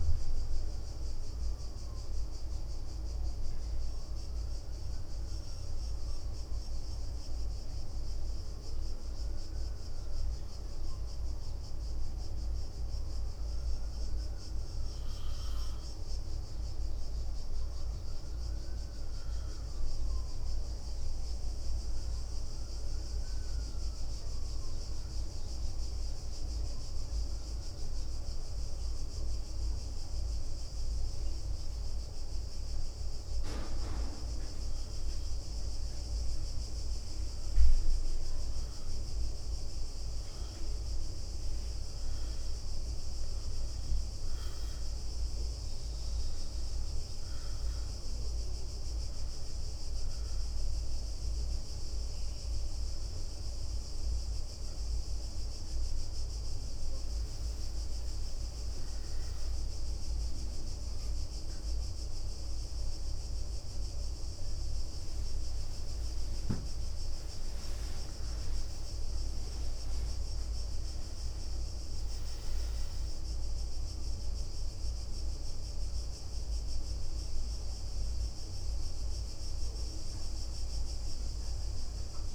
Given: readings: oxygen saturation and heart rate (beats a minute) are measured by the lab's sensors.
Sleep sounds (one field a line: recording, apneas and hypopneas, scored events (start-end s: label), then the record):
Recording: breathing in sleep, hard to hear, by a room microphone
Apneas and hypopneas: 2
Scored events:
0.50-16.50 s: obstructive apnea (oxygen 99% before, 93% lowest, heart rate 68 before, 65 extreme, up 8 after)
17.00-20.50 s: arousal
20.50-35.50 s: oxygen desaturation (device-marked, oxygen 97% before, 93% lowest, heart rate 68 before, 67 extreme)
28.50-40.00 s: obstructive apnea (oxygen 97% before, 93% lowest, heart rate 69 before, 67 extreme, up 4 after)
36.00-38.50 s: leg movement (device-marked)
57.00-61.00 s: leg movement (device-marked)
59.50-61.50 s: long interval between heartbeats (device-marked, heart rate 71 before, 83 extreme)
59.50-64.00 s: arousal
78.50-82.35 s: leg movement (device-marked)
From the record:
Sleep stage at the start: N1 (lightest sleep)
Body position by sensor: on the back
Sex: female